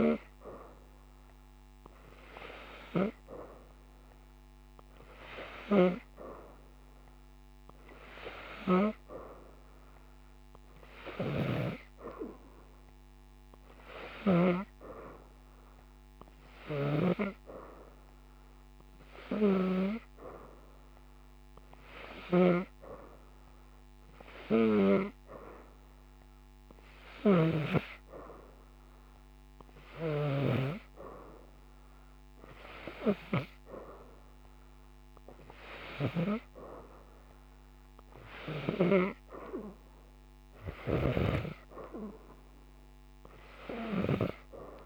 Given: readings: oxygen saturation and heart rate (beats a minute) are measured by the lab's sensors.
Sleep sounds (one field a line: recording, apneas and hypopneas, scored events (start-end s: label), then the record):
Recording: breathing in sleep by a microphone on the trachea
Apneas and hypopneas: none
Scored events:
0.00-24.00 s: oxygen desaturation (device-marked, oxygen 92% lowest, heart rate 55 extreme)
22.00-27.50 s: snoring (device-marked)
42.00-44.86 s: new sleep stage, N3 (deep sleep)
From the record:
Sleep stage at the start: N2 (light sleep)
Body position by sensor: upright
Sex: female